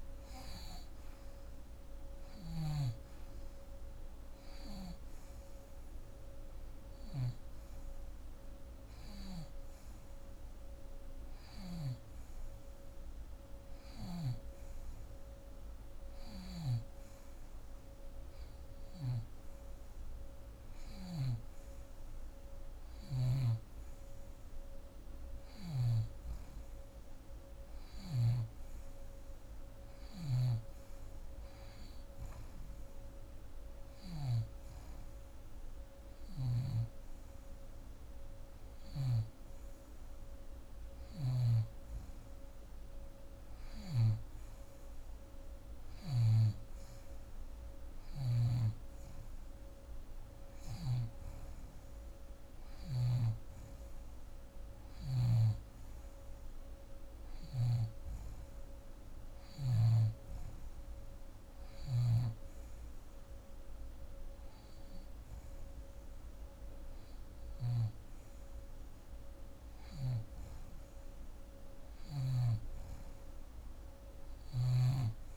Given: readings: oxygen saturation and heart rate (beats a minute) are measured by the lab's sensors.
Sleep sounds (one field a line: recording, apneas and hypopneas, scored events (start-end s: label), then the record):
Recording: breathing in sleep by a room microphone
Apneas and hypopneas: none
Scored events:
0.00-11.50 s: snoring (device-marked)
6.50-18.50 s: oxygen desaturation (device-marked, oxygen 91% before, 87% lowest, heart rate 166 before, 113 extreme)
18.50-23.00 s: snoring (device-marked)
27.50-34.00 s: snoring (device-marked)
38.50-43.50 s: snoring (device-marked)
48.00-52.50 s: snoring (device-marked)
57.00-67.50 s: snoring (device-marked)
69.50-74.50 s: snoring (device-marked)
From the record:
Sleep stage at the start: N2 (light sleep)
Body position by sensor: on the back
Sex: female